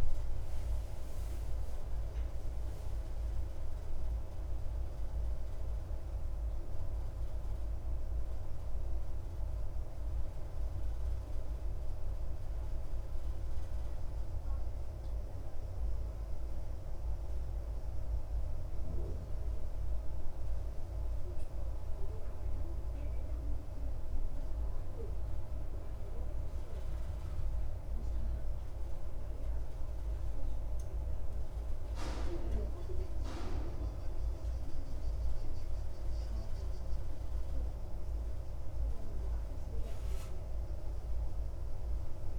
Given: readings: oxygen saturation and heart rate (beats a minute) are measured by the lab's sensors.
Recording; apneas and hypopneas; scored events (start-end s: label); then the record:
breathing in sleep, hard to hear, by a room microphone; none
none scored
From the record:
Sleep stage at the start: N1 (lightest sleep); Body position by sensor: on the back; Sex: male